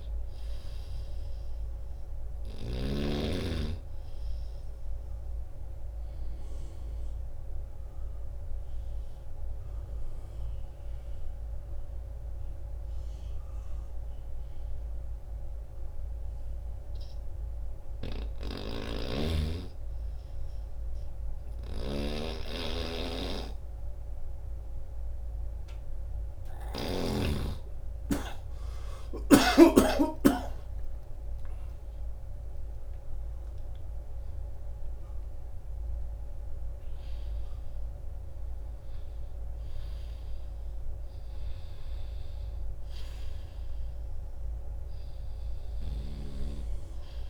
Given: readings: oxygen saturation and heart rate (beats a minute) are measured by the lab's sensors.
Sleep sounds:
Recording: breathing in sleep by a room microphone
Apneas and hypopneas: 1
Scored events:
0.00-3.00 s: snoring (device-marked)
0.00-18.00 s: oxygen desaturation (device-marked, oxygen 87% lowest, heart rate 78 extreme)
5.50-19.00 s: obstructive apnea (oxygen 97% before, 87% lowest, heart rate 77 before, 78 extreme, up 1 after)
18.50-27.00 s: snoring (device-marked)
28.50-34.00 s: arousal
39.00-43.00 s: oxygen desaturation (device-marked, oxygen 95% before, 91% lowest, heart rate 82 before, 75 extreme)
From the record:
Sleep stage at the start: N2 (light sleep)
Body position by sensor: on the back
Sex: male

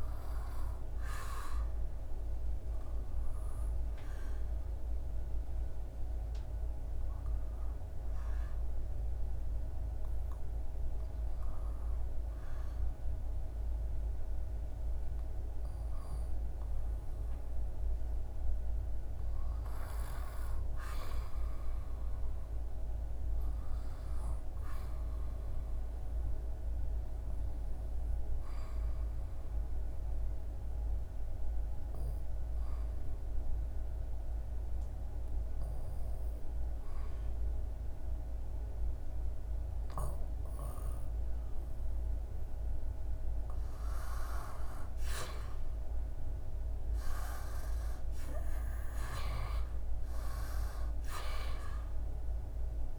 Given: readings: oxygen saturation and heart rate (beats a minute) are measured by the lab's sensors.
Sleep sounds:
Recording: breathing in sleep by a room microphone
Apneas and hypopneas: 2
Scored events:
1.00-17.00 s: obstructive apnea (oxygen 98% before, 90% lowest, heart rate 78 before, 77 extreme, up 2 after)
19.00-22.00 s: arousal
26.00-41.50 s: obstructive apnea (oxygen 98% before, 90% lowest, heart rate 79 before, 75 extreme, up 2 after)
44.50-49.00 s: arousal
47.50-52.99 s: oxygen desaturation (device-marked, oxygen 96% before, 90% lowest, heart rate 78 before, 75 extreme)
From the record:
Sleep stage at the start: N2 (light sleep)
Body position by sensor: on the back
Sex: male

